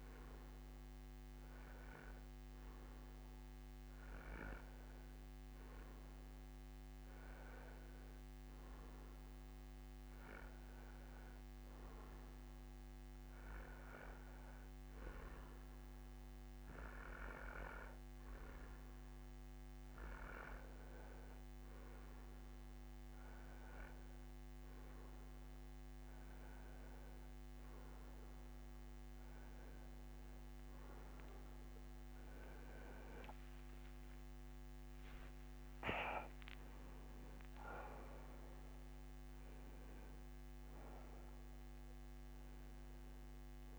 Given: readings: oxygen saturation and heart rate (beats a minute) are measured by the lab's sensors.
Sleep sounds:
breathing in sleep by a microphone on the trachea; none
33.00-37.00 s: arousal
From the record:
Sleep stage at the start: N2 (light sleep); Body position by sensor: on the right side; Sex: male

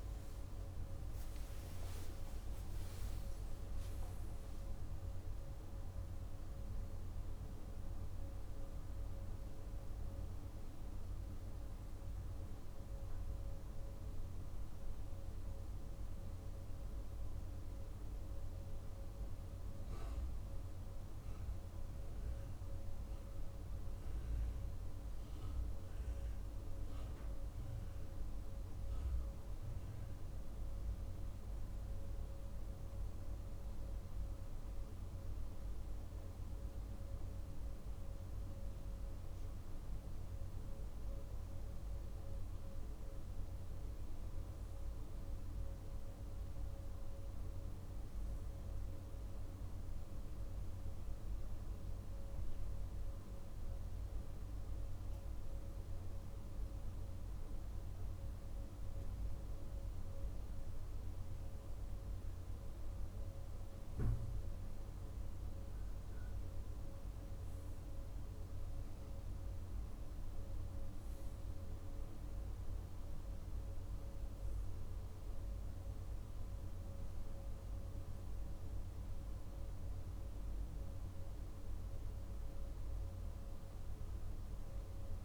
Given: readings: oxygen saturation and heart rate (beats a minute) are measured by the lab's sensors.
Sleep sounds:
breathing in sleep, hard to hear, by a room microphone; none
62.00-66.50 s: arousal
From the record:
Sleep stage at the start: REM sleep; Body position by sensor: on the right side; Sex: male

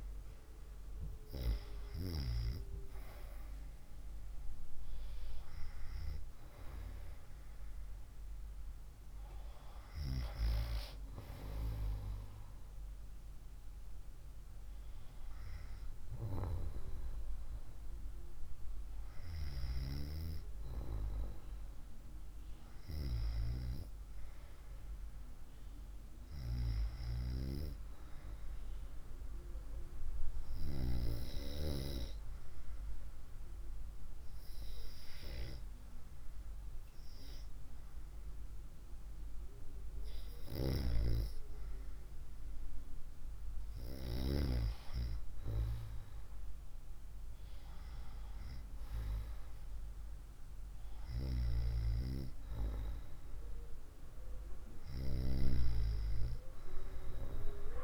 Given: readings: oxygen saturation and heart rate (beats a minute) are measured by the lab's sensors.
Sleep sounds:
breathing in sleep by a room microphone; 1
11.50-16.00 s: arousal
26.00-57.84 s: new sleep stage, N2 (light sleep)
29.00-41.00 s: hypopnea (oxygen 97% before, 95% lowest, heart rate 65 before, 59 extreme, up 1 after)
44.00-48.00 s: arousal
From the record:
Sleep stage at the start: REM sleep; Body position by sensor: on the right side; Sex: female

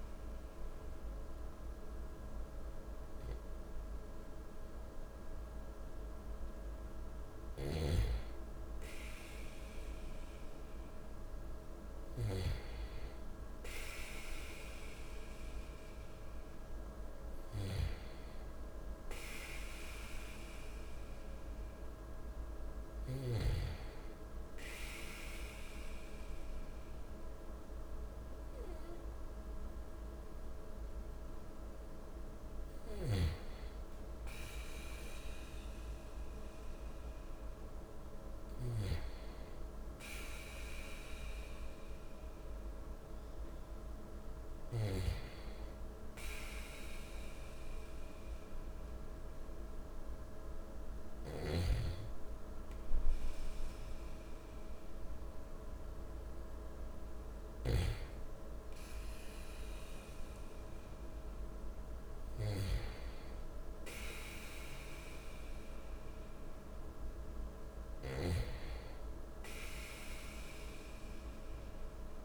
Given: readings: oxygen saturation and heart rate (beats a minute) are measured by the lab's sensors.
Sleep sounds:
breathing in sleep by a room microphone; none
none scored
From the record:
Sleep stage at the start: N2 (light sleep); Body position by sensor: on the back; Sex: male

